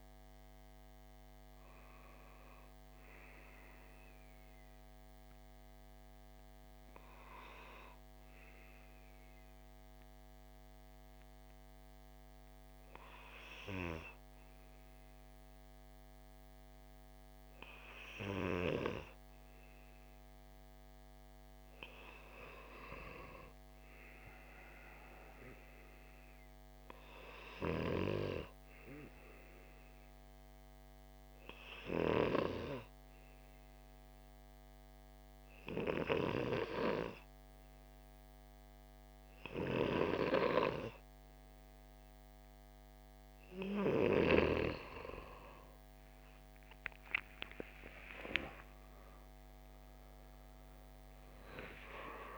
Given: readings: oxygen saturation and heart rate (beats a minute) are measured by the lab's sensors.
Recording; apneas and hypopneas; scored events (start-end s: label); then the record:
a person partly awake in a sleep study, by a microphone on the trachea; 1
30.50-42.50 s: obstructive apnea (oxygen 98% before, 93% lowest)
35.00-52.38 s: new sleep stage, awake
From the record:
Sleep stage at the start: N2 (light sleep); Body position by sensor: on the left side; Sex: male